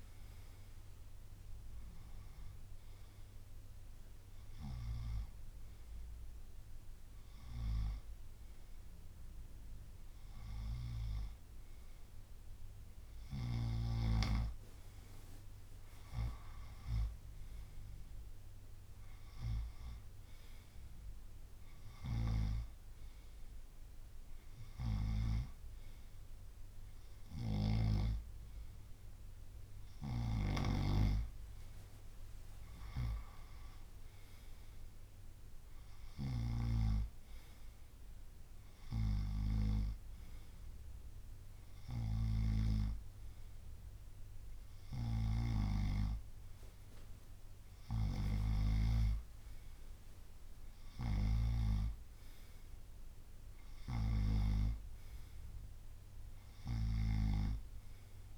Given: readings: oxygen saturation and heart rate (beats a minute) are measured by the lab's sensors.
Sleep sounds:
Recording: breathing in sleep by a room microphone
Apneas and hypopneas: none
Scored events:
29.50-37.50 s: drop in pulse transit time (device-marked, heart rate 67 before, 67 extreme)
From the record:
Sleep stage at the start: N2 (light sleep)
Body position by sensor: on the right side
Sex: male

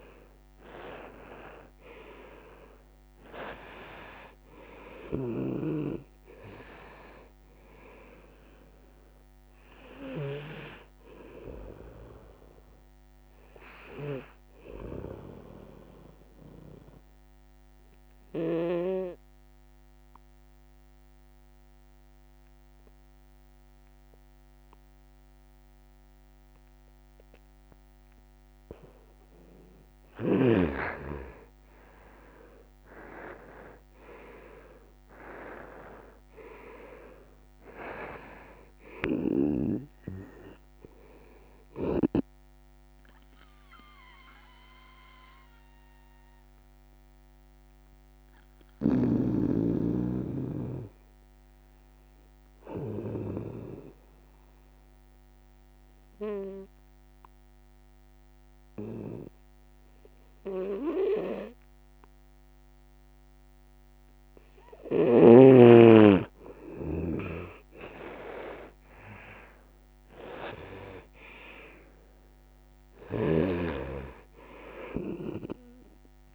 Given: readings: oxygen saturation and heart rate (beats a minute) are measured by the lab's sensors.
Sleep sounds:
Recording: breathing in sleep by a microphone on the trachea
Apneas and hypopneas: 2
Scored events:
0.00-1.00 s: arousal
2.00-26.00 s: oxygen desaturation (device-marked, oxygen 98% before, 91% lowest, heart rate 76 before, 68 extreme)
15.00-29.00 s: obstructive apnea (oxygen 98% before, 89% lowest, heart rate 71 before, 68 extreme, up 8 after)
32.50-36.00 s: arousal
39.00-59.00 s: oxygen desaturation (device-marked, oxygen 98% before, 89% lowest, heart rate 72 before, 67 extreme)
43.50-65.00 s: obstructive apnea (oxygen 98% before, 89% lowest, heart rate 73 before, 67 extreme, up 6 after)
67.50-70.00 s: arousal
73.00-76.35 s: snoring (device-marked)
75.00-76.35 s: oxygen desaturation (device-marked, oxygen 98% before, 91% lowest, heart rate 70 before, 67 extreme)
From the record:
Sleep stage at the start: N2 (light sleep)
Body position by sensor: on the right side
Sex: male

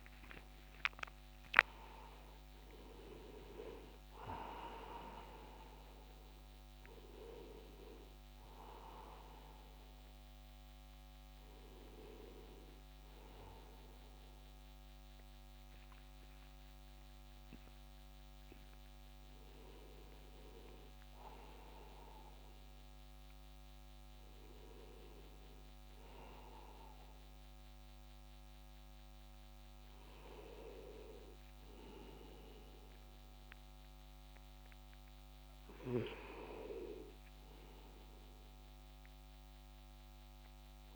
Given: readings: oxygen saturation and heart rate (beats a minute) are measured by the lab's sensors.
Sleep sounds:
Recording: breathing in sleep by a microphone on the trachea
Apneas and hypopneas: none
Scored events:
2.00-16.00 s: oxygen desaturation (device-marked, oxygen 94% before, 88% lowest, heart rate 46 before, 55 extreme)
13.00-40.96 s: new sleep stage, N1 (lightest sleep)
From the record:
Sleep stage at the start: N2 (light sleep)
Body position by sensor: on the right side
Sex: male

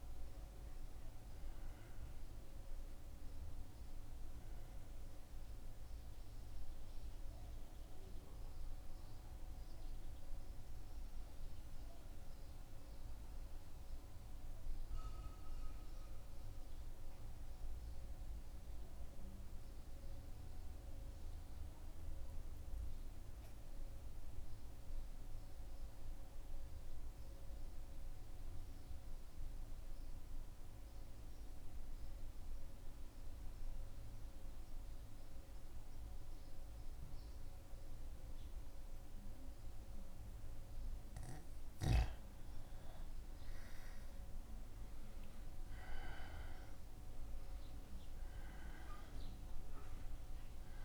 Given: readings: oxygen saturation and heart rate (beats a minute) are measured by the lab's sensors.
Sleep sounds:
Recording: breathing in sleep, hard to hear, by a room microphone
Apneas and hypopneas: 1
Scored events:
7.50-40.50 s: mixed apnea (oxygen 95% before, 94% lowest, heart rate 77 before, 75 extreme, up 1 after)
42.50-46.50 s: arousal
48.00-50.85 s: new sleep stage, N1 (lightest sleep)
From the record:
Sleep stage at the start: N2 (light sleep)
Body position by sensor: on the back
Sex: male

